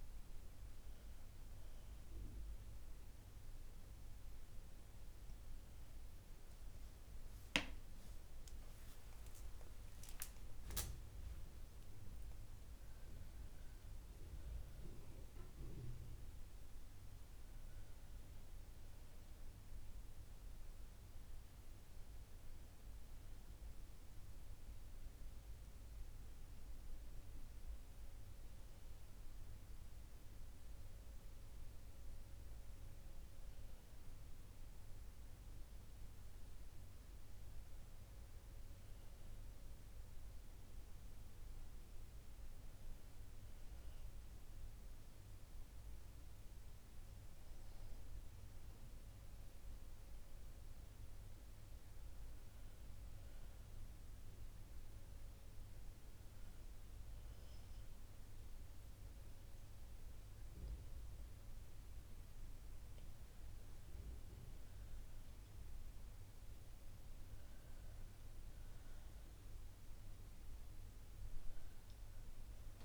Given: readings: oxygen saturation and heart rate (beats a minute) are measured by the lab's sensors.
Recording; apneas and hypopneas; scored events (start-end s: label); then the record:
breathing in sleep, hard to hear, by a room microphone; none
0.00-4.00 s: oxygen desaturation (device-marked, oxygen 91% lowest, heart rate 62 extreme)
7.50-10.50 s: arousal
28.00-38.00 s: oxygen desaturation (device-marked, oxygen 95% before, 90% lowest, heart rate 64 before, 61 extreme)
From the record:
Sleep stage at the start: N2 (light sleep); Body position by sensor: on the back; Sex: female